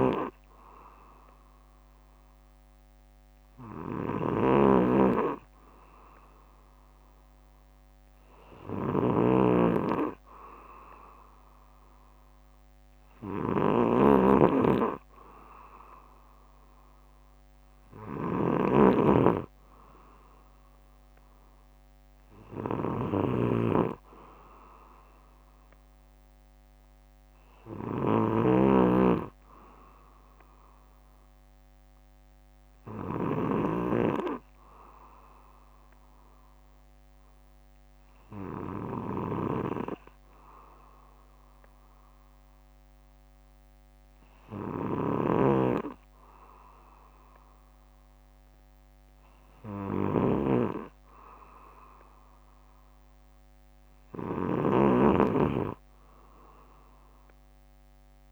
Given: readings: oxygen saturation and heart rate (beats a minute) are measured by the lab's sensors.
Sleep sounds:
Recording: breathing in sleep by a microphone on the trachea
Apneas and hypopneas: none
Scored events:
0.00-1.50 s: bradycardia (device-marked, heart rate 68 extreme)
0.00-33.50 s: snoring (device-marked)
39.50-41.50 s: bradycardia (device-marked, heart rate 62 before, 63 extreme)
45.00-58.32 s: snoring (device-marked)
49.50-51.50 s: bradycardia (device-marked, heart rate 62 before, 62 extreme)
From the record:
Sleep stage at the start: N2 (light sleep)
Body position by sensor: on the back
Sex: male

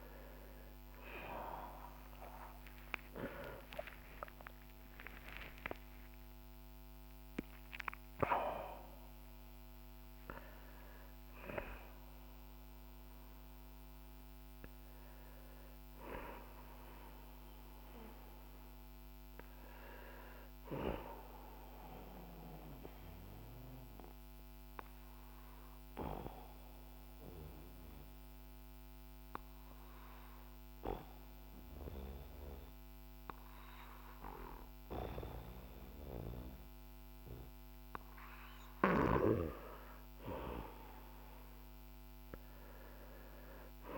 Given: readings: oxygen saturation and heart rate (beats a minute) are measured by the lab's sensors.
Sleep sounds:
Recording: breathing in sleep by a microphone on the trachea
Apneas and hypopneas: 1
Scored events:
0.00-16.50 s: oxygen desaturation (device-marked, oxygen 91% lowest, heart rate 45 extreme)
1.50-7.50 s: arousal
21.50-38.50 s: obstructive apnea (oxygen 96% before, 91% lowest, heart rate 80 before, 45 extreme, up 0 after)
41.00-43.98 s: arousal
From the record:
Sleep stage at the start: N2 (light sleep)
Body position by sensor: on the back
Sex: male

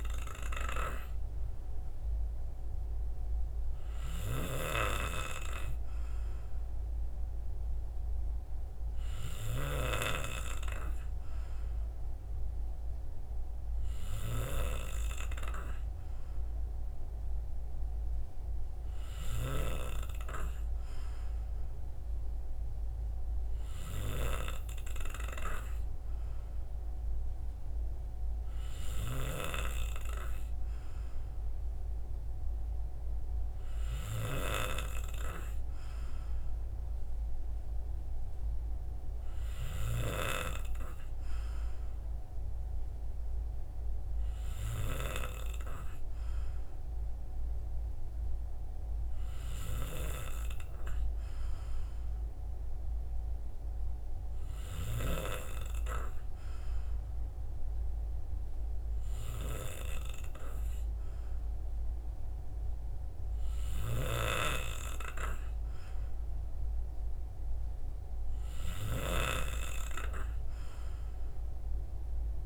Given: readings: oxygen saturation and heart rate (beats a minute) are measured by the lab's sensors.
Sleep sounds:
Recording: breathing in sleep by a room microphone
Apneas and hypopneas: 1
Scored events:
57.50-67.50 s: hypopnea (oxygen 93% before, 90% lowest, heart rate 64 before, 63 extreme, up 7 after)
71.00-72.46 s: arousal
From the record:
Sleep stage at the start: N2 (light sleep)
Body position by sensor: on the right side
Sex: male

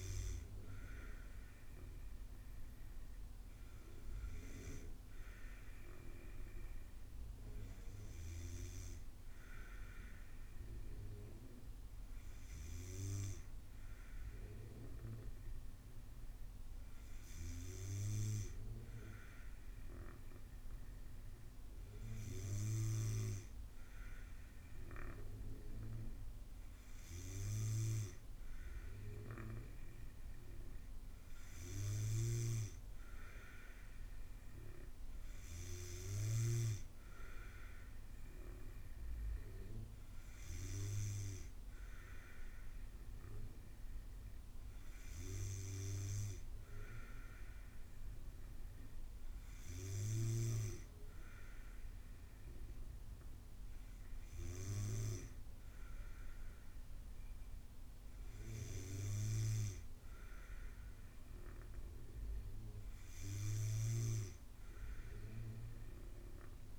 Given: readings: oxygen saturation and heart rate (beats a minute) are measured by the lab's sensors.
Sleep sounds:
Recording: breathing in sleep by a room microphone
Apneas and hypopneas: none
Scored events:
32.00-36.50 s: snoring (device-marked)
From the record:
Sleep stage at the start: N2 (light sleep)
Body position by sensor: on the back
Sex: female

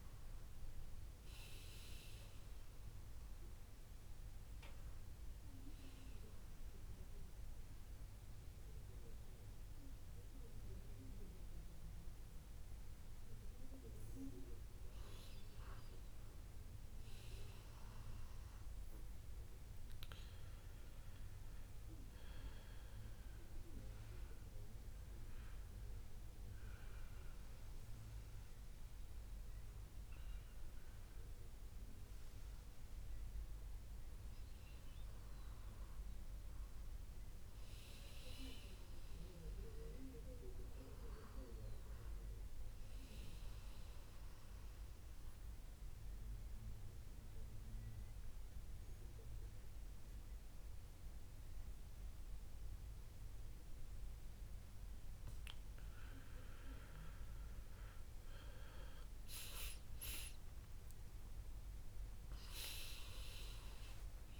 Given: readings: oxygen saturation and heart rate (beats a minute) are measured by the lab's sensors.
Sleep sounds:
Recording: breathing in sleep by a room microphone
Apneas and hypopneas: 2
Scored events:
14.00-17.50 s: arousal
19.50-32.50 s: obstructive apnea (oxygen 97% before, 94% lowest, heart rate 76 before, 72 extreme, up 5 after)
33.50-35.50 s: long interval between heartbeats (device-marked, heart rate 76 before, 74 extreme)
35.50-39.50 s: arousal
44.50-58.50 s: central apnea (oxygen 97% before, 94% lowest, heart rate 76 before, 72 extreme, up 10 after)
47.50-49.50 s: long interval between heartbeats (device-marked, heart rate 76 before, 75 extreme)
61.50-64.40 s: arousal
From the record:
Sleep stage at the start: N2 (light sleep)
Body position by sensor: on the back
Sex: male

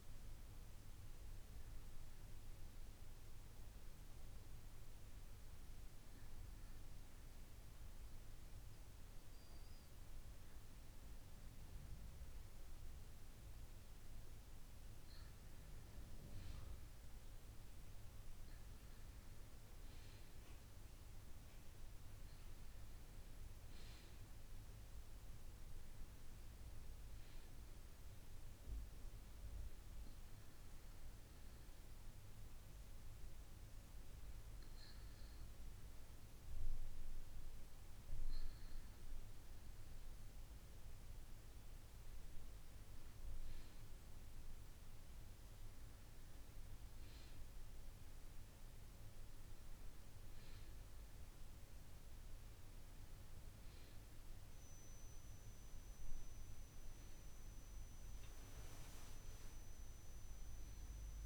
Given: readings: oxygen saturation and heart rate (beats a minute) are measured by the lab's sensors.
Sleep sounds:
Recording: breathing in sleep, hard to hear, by a room microphone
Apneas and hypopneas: none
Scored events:
none scored
From the record:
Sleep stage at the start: N2 (light sleep)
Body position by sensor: on the right side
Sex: female

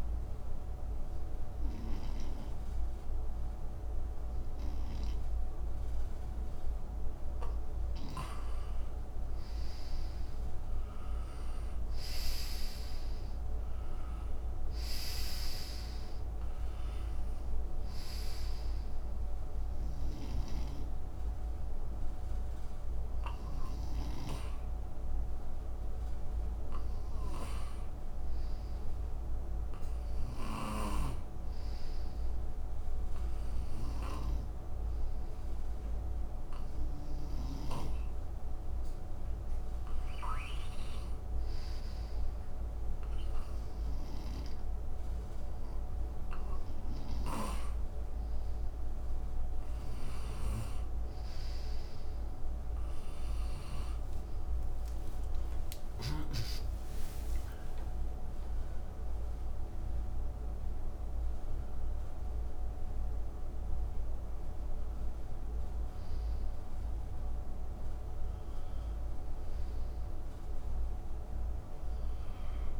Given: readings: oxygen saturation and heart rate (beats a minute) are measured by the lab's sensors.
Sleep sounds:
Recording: breathing in sleep, hard to hear, by a room microphone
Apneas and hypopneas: none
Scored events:
27.00-37.50 s: snoring (device-marked)
47.00-56.00 s: snoring (device-marked)
54.00-58.50 s: arousal
From the record:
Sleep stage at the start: N2 (light sleep)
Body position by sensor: on the right side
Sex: male

